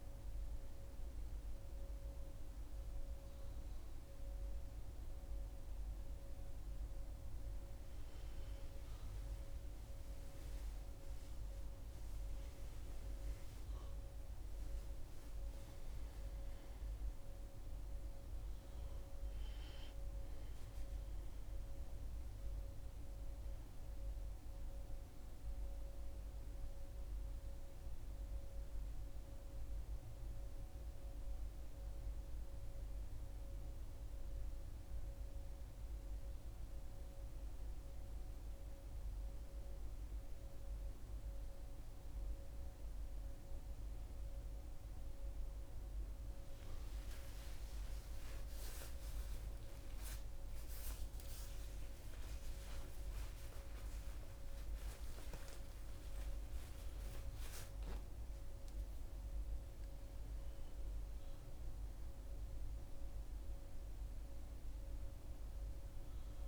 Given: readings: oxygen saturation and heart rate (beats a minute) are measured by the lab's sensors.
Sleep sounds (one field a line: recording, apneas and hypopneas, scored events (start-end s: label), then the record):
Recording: a person awake in a sleep study, hard to hear, by a room microphone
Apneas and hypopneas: none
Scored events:
13.00-66.48 s: new sleep stage, awake
From the record:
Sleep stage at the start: N2 (light sleep)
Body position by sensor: on the back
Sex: female